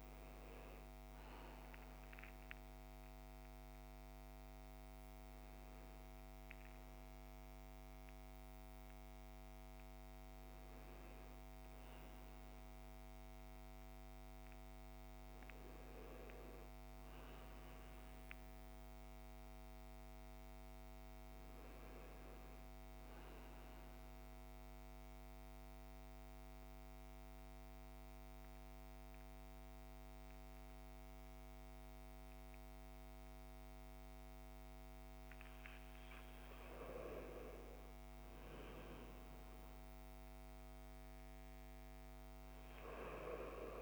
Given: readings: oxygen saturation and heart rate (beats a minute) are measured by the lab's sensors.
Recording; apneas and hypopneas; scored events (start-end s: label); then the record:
breathing in sleep, hard to hear, by a microphone on the trachea; 1
22.50-36.00 s: central apnea (oxygen 99% before, 93% lowest, heart rate 67 before, 53 extreme, up 3 after)
24.00-43.82 s: new sleep stage, N2 (light sleep)
38.00-41.50 s: arousal
From the record:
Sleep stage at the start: N1 (lightest sleep); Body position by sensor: on the right side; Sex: male